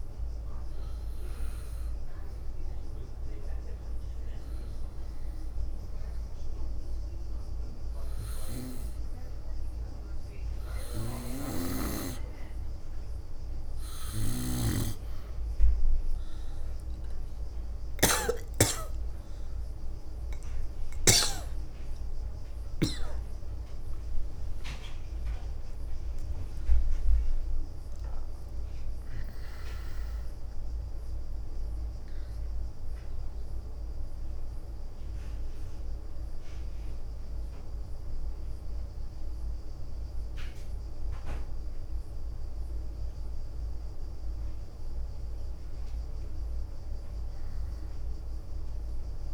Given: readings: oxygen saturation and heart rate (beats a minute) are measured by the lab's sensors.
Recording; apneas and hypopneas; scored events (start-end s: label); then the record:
a person awake in a sleep study, by a room microphone; none
8.00-14.00 s: leg movement (device-marked)
9.50-39.50 s: new sleep stage, awake
16.50-39.50 s: oxygen desaturation (device-marked, oxygen 94% before, 87% lowest, heart rate 69 before, 69 extreme)
18.50-20.00 s: leg movement (device-marked)
19.50-24.50 s: tachycardia (device-marked, heart rate 71 before, 109 extreme)
20.50-22.50 s: long interval between heartbeats (device-marked, heart rate 71 before, 98 extreme)
22.50-24.50 s: long interval between heartbeats (device-marked, heart rate 74 before, 107 extreme)
23.00-30.00 s: leg movement (device-marked)
39.50-49.34 s: new sleep stage, N1 (lightest sleep)
From the record:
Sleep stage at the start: N2 (light sleep); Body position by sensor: on the back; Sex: female